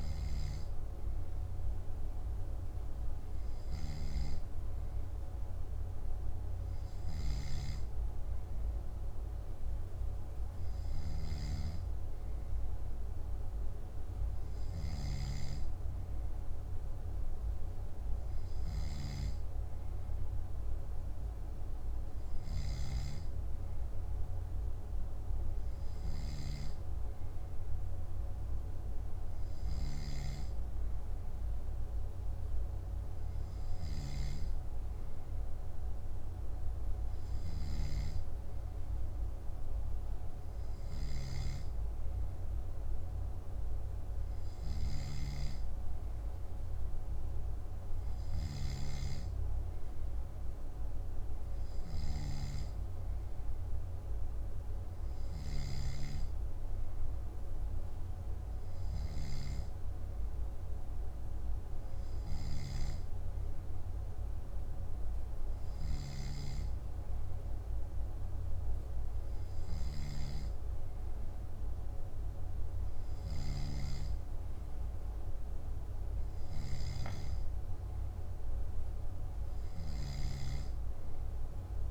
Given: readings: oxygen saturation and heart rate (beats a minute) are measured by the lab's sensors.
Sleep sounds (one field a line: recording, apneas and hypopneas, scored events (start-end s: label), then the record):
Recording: breathing in sleep, hard to hear, by a room microphone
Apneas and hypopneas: none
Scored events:
none scored
From the record:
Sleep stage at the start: N2 (light sleep)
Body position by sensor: on the back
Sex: male